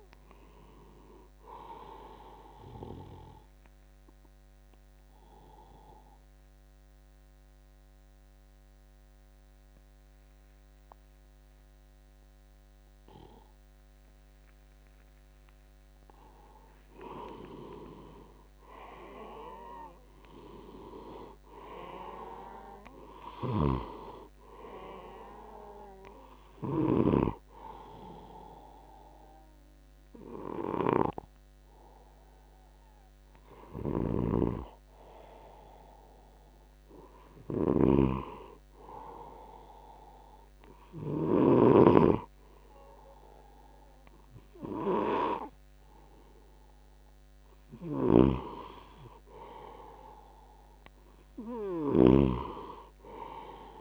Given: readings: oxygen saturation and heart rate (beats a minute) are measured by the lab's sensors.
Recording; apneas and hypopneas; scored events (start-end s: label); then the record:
breathing in sleep by a microphone on the trachea; 1
0.00-5.50 s: oxygen desaturation (device-marked, oxygen 94% lowest, heart rate 68 extreme)
3.00-15.50 s: obstructive apnea (oxygen 97% before, 89% lowest, heart rate 77 before, 68 extreme, up 17 after)
17.00-20.50 s: arousal
21.50-38.50 s: oxygen desaturation (device-marked, oxygen 96% before, 89% lowest, heart rate 75 before, 70 extreme)
23.50-27.00 s: snoring (device-marked)
34.00-41.50 s: snoring (device-marked)
48.00-53.81 s: snoring (device-marked)
From the record:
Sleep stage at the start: N2 (light sleep); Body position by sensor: on the left side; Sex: male